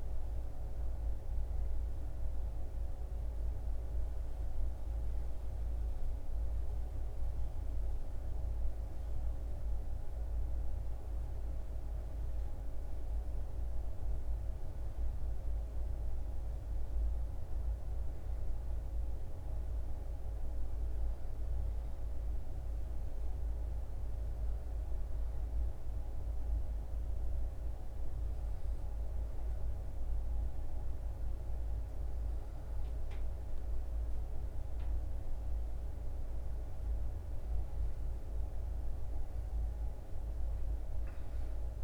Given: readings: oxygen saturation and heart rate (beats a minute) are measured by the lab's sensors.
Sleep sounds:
breathing in sleep, hard to hear, by a room microphone; 1
9.00-41.84 s: new sleep stage, REM sleep
20.50-31.50 s: hypopnea (oxygen 96% before, 94% lowest, heart rate 79 before, 73 extreme, up 3 after)
33.00-37.00 s: arousal
From the record:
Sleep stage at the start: N1 (lightest sleep); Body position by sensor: on the back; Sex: male

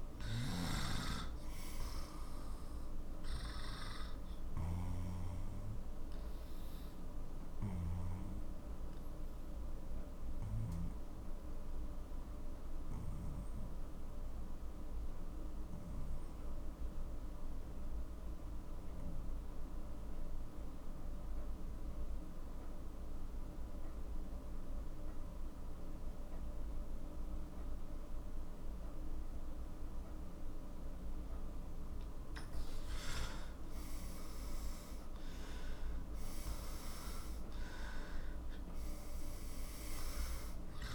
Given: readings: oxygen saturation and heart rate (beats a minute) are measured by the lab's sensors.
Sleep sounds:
breathing in sleep, hard to hear, by a room microphone; 1
0.00-14.00 s: oxygen desaturation (device-marked, oxygen 92% lowest, heart rate 45 extreme)
5.50-31.50 s: obstructive apnea (oxygen 97% before, 91% lowest, heart rate 52 before, 39 extreme, up 12 after)
31.00-40.95 s: oxygen desaturation (device-marked, oxygen 97% before, 91% lowest, heart rate 47 before, 39 extreme)
34.00-37.50 s: arousal
From the record:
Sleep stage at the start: N2 (light sleep); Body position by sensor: on the left side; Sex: male

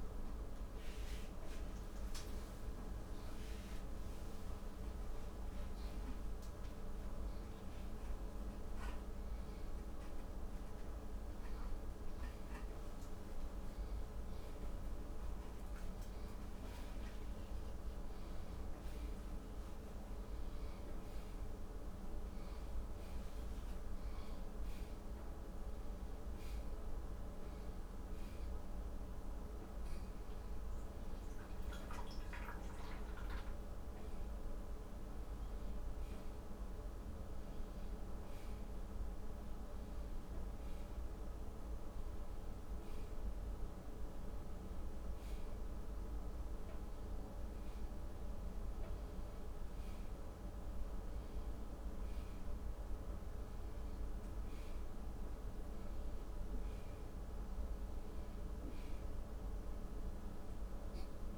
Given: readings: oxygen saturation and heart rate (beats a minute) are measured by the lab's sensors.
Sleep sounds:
a person awake in a sleep study, hard to hear, by a room microphone; none
3.00-11.00 s: oxygen desaturation (device-marked, oxygen 99% before, 96% lowest, heart rate 125 before, 115 extreme)
From the record:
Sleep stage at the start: awake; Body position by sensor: upright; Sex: male

